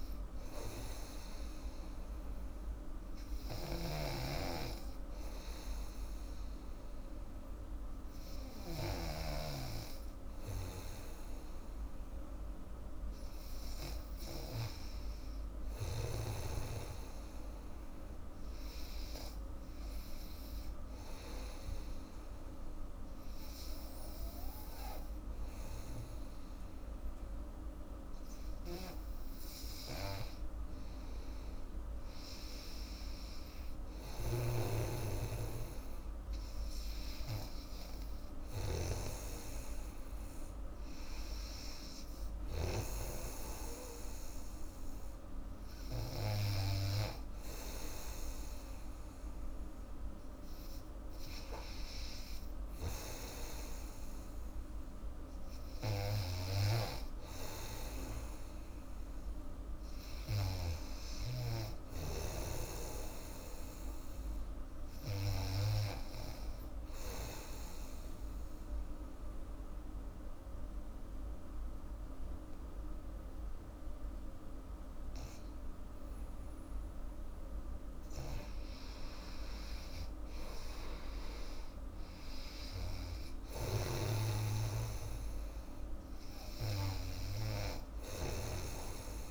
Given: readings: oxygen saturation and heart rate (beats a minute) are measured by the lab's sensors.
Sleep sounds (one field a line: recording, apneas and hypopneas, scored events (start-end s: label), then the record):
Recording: breathing in sleep by a room microphone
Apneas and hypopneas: 2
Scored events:
3.50-9.00 s: snoring (device-marked)
16.00-29.00 s: hypopnea (oxygen 97% before, 94% lowest, heart rate 79 before, 75 extreme, up 10 after)
28.50-43.00 s: snoring (device-marked)
31.00-34.00 s: arousal
52.50-61.00 s: snoring (device-marked)
67.00-77.50 s: obstructive apnea (oxygen 97% before, 93% lowest, heart rate 84 before, 66 extreme, up 16 after)
79.50-83.50 s: arousal
83.50-89.31 s: snoring (device-marked)
From the record:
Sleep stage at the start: N2 (light sleep)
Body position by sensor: on the back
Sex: female